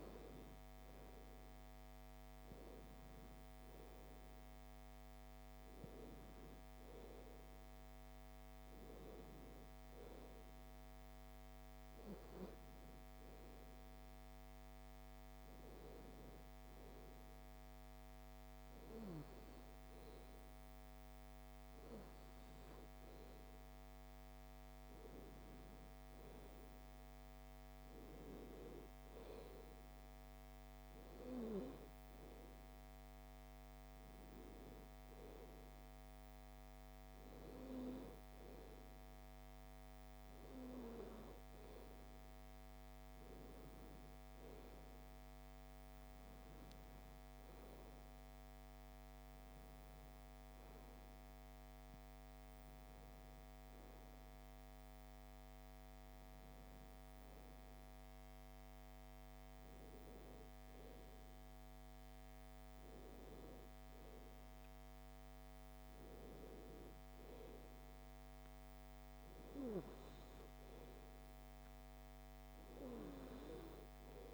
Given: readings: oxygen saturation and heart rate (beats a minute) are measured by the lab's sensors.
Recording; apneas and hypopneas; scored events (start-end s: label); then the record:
breathing in sleep by a microphone on the trachea; none
2.00-74.34 s: new sleep stage, N2 (light sleep)
From the record:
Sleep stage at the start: N1 (lightest sleep); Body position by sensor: on the back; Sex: female